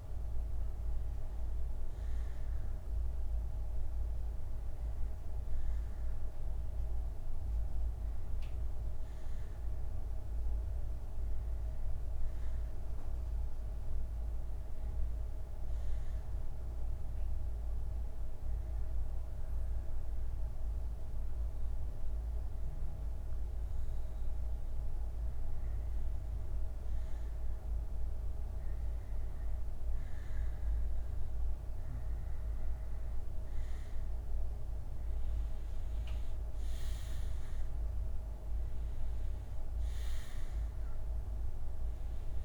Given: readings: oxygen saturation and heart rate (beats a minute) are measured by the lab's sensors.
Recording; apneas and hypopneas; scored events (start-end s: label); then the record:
breathing in sleep, hard to hear, by a room microphone; 1
0.50-42.45 s: bradycardia (device-marked, heart rate 62 before, 45 extreme)
14.50-25.50 s: obstructive apnea (oxygen 93% before, 88% lowest, heart rate 53 before, 45 extreme, up 3 after)
29.50-42.45 s: oxygen desaturation (device-marked, oxygen 93% before, 88% lowest, heart rate 47 before, 45 extreme)
31.50-35.00 s: arousal
From the record:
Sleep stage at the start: N2 (light sleep); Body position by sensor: on the back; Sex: male